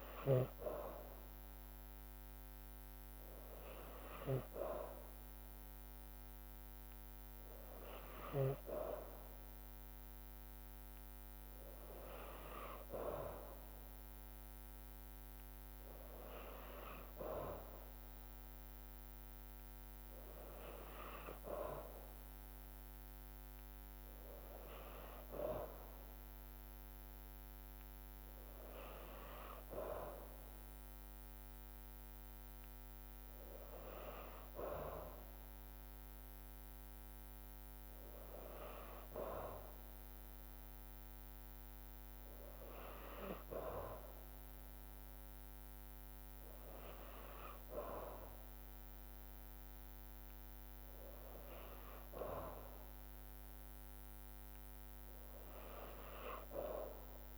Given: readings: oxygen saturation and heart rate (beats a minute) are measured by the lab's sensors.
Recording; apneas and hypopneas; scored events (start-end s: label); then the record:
breathing in sleep by a microphone on the trachea; none
none scored
From the record:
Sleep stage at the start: N2 (light sleep); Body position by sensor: on the back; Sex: female